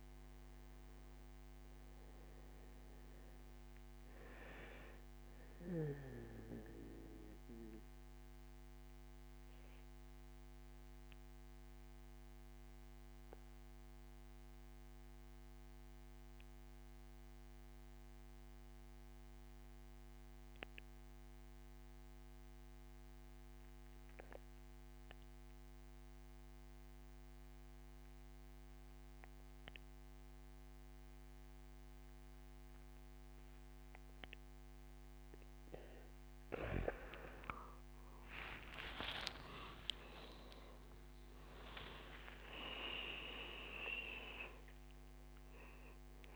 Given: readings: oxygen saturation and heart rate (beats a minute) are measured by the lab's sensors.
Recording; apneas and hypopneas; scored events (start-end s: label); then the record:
breathing in sleep by a microphone on the trachea; 1
0.00-16.00 s: oxygen desaturation (device-marked, oxygen 93% lowest, heart rate 64 extreme)
7.50-35.50 s: obstructive apnea (oxygen 98% before, 89% lowest, heart rate 76 before, 66 extreme, up 16 after)
32.00-46.36 s: oxygen desaturation (device-marked, oxygen 98% before, 89% lowest, heart rate 74 before, 66 extreme)
37.00-40.50 s: arousal
From the record:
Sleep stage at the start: N2 (light sleep); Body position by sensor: on the back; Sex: male